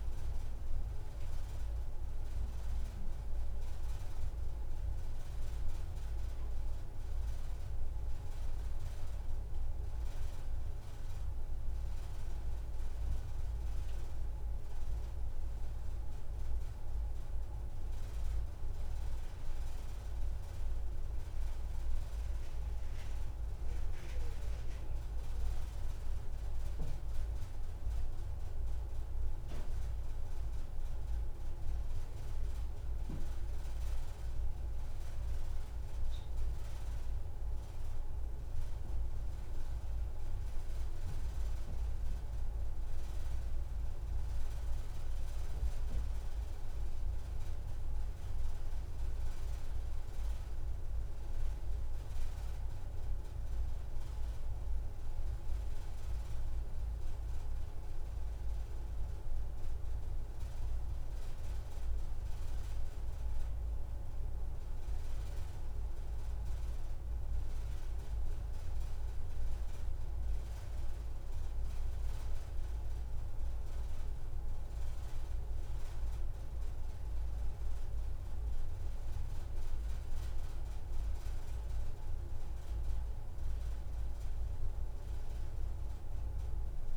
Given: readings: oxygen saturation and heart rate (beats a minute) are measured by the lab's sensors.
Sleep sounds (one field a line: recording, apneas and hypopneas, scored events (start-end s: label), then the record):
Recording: breathing in sleep, hard to hear, by a room microphone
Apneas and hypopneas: none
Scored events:
1.50-3.50 s: long interval between heartbeats (device-marked, heart rate 93 before, 58 extreme)
9.00-11.00 s: long interval between heartbeats (device-marked, heart rate 78 before, 39 extreme)
12.50-14.50 s: long interval between heartbeats (device-marked, heart rate 65 before, 59 extreme)
17.00-19.00 s: long interval between heartbeats (device-marked, heart rate 59 before, 106 extreme)
35.00-39.00 s: arousal
67.50-69.50 s: long interval between heartbeats (device-marked)
81.00-83.00 s: long interval between heartbeats (device-marked)
83.50-85.50 s: long interval between heartbeats (device-marked, heart rate 62 before, 50 extreme)
85.50-86.97 s: long interval between heartbeats (device-marked, heart rate 68 before, 74 extreme)
From the record:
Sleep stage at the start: N1 (lightest sleep)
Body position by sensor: on the back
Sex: female